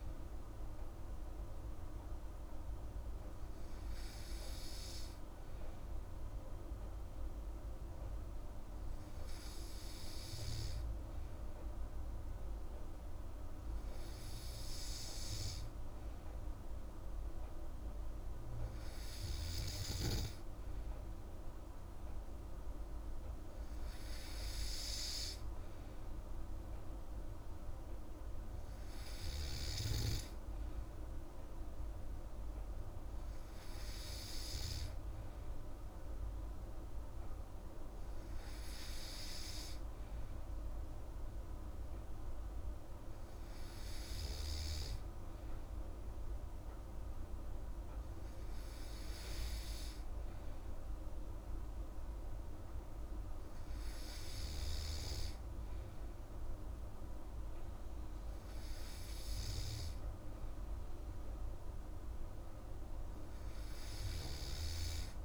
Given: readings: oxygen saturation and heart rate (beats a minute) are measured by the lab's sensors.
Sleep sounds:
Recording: breathing in sleep, hard to hear, by a room microphone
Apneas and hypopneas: none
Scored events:
none scored
From the record:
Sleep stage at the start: N2 (light sleep)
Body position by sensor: on the back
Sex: female

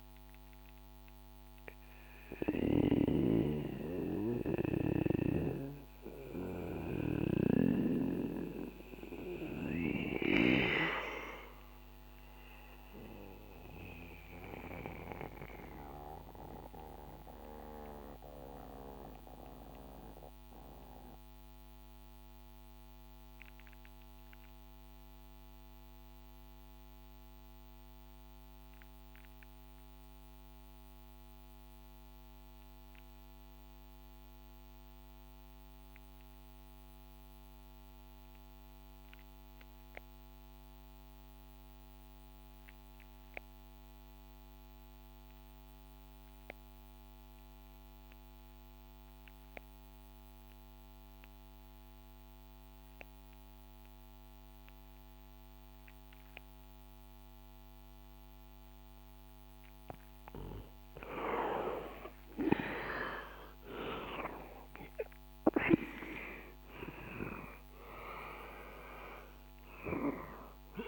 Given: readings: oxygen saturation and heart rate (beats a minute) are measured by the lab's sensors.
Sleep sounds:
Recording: breathing in sleep by a microphone on the trachea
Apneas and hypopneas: 1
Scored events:
0.00-23.50 s: oxygen desaturation (device-marked, oxygen 84% lowest, heart rate 56 extreme)
2.00-7.00 s: snoring (device-marked)
9.50-59.00 s: mixed apnea (oxygen 95% before, 81% lowest, heart rate 65 before, 58 extreme, up 20 after)
49.50-70.88 s: oxygen desaturation (device-marked, oxygen 97% before, 81% lowest, heart rate 62 before, 60 extreme)
60.50-65.00 s: arousal
From the record:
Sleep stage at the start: REM sleep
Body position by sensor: on the back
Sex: male

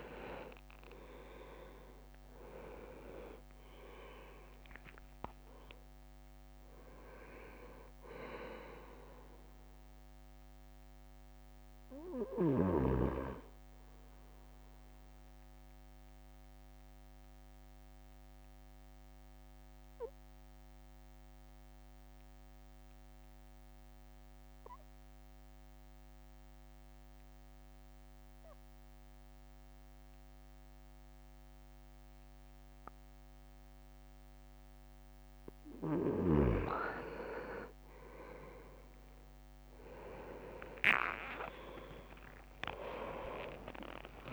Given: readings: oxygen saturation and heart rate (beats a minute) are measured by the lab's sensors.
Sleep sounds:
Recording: breathing in sleep by a microphone on the trachea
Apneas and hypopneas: 1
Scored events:
0.00-2.50 s: arousal
0.00-2.50 s: leg movement (device-marked)
0.00-11.50 s: drop in pulse transit time (device-marked, heart rate 59 extreme)
14.50-35.50 s: obstructive apnea (oxygen 98% before, 95% lowest, heart rate 60 before, 52 extreme, up 7 after)
40.00-44.32 s: arousal
From the record:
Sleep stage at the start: N2 (light sleep)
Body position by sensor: on the right side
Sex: male

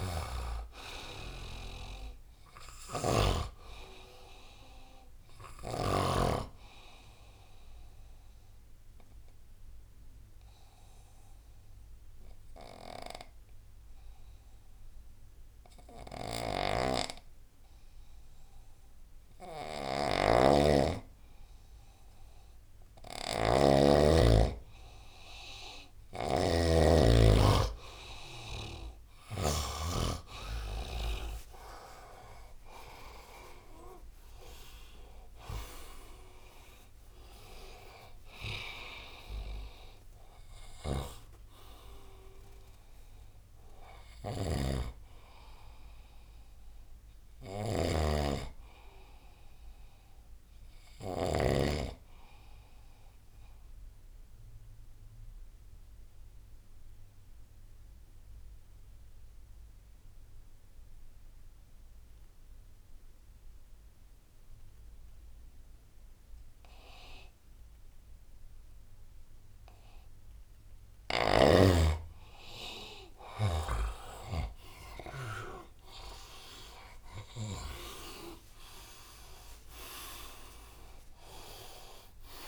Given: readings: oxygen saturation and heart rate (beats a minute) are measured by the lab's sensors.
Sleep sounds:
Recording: breathing in sleep by a room microphone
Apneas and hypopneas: 2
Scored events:
0.00-6.00 s: snoring (device-marked)
0.00-11.00 s: oxygen desaturation (device-marked, oxygen 92% lowest, heart rate 69 extreme)
6.50-19.50 s: obstructive apnea (oxygen 98% before, 92% lowest, heart rate 81 before, 69 extreme, up 13 after)
16.00-29.50 s: snoring (device-marked)
32.00-36.00 s: arousal
40.50-51.00 s: snoring (device-marked)
52.00-69.50 s: obstructive apnea (oxygen 99% before, 91% lowest, heart rate 83 before, 73 extreme, up 1 after)
65.00-82.48 s: new sleep stage, awake
71.00-74.50 s: snoring (device-marked)
75.00-82.48 s: oxygen desaturation (device-marked, oxygen 97% before, 91% lowest, heart rate 78 before, 70 extreme)
From the record:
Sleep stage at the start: N2 (light sleep)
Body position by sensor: on the right side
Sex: male

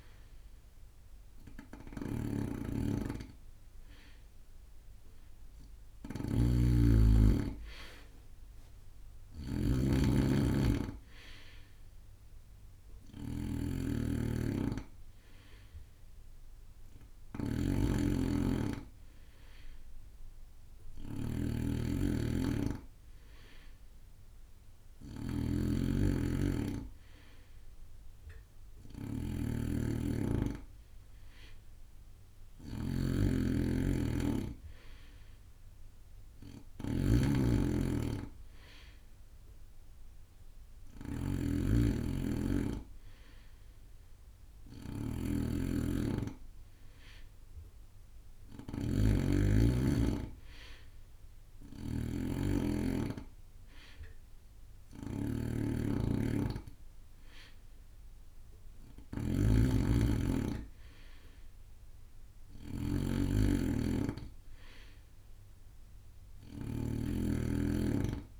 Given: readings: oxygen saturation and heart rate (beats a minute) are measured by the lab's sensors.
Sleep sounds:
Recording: breathing in sleep by a room microphone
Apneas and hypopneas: none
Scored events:
0.00-68.40 s: snoring (device-marked)
5.00-33.00 s: bradycardia (device-marked)
From the record:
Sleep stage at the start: N2 (light sleep)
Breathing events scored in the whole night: 246 in 3.6 hours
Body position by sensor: on the right side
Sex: male

